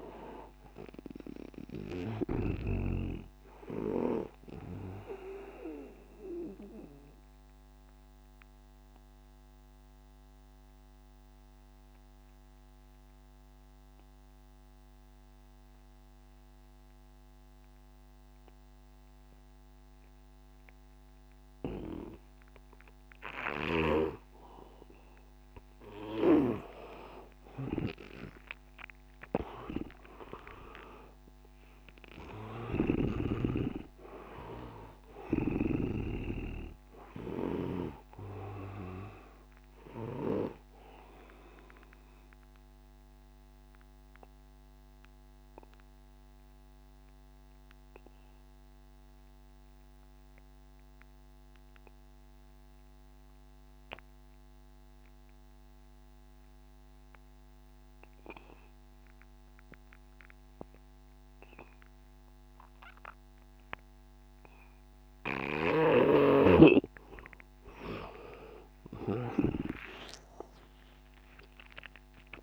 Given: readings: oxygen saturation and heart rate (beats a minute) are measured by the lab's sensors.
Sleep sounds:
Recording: breathing in sleep by a microphone on the trachea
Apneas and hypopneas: 2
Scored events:
0.00-15.00 s: oxygen desaturation (device-marked, oxygen 82% lowest, heart rate 84 extreme)
6.00-26.50 s: obstructive apnea (oxygen 99% before, 83% lowest, heart rate 92 before, 84 extreme, up 10 after)
23.50-33.50 s: snoring (device-marked)
28.00-48.00 s: oxygen desaturation (device-marked, oxygen 100% before, 88% lowest, heart rate 87 before, 87 extreme)
28.50-33.00 s: arousal
35.50-40.50 s: snoring (device-marked)
42.00-67.50 s: obstructive apnea (oxygen 100% before, 83% lowest, heart rate 93 before, 87 extreme, up 6 after)
61.00-72.42 s: oxygen desaturation (device-marked, oxygen 99% before, 83% lowest, heart rate 91 before, 87 extreme)
65.50-69.50 s: snoring (device-marked)
70.00-72.42 s: arousal
From the record:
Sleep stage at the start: N2 (light sleep)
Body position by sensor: on the right side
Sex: male

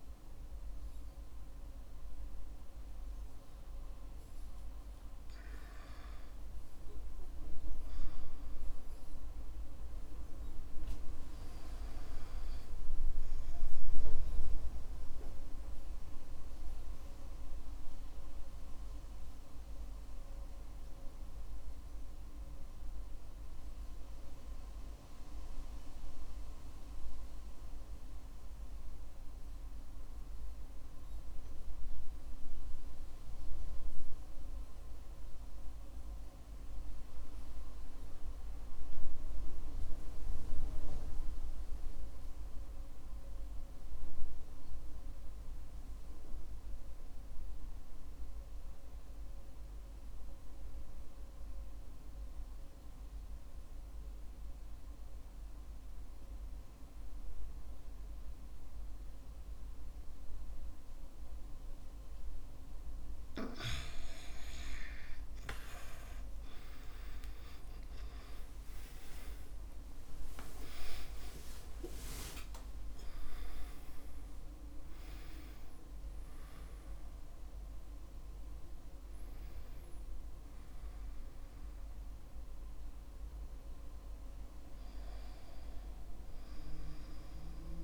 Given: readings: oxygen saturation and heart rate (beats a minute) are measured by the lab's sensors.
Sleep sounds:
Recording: breathing in sleep by a room microphone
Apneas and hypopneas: 1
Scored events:
6.00-10.50 s: arousal
17.50-62.00 s: hypopnea (oxygen 98% before, 85% lowest, heart rate 54 before, 44 extreme, up 18 after)
66.00-71.50 s: arousal
72.50-85.50 s: oxygen desaturation (device-marked, oxygen 95% before, 92% lowest, heart rate 52 before, 49 extreme)
From the record:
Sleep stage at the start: REM sleep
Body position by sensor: on the back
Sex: male

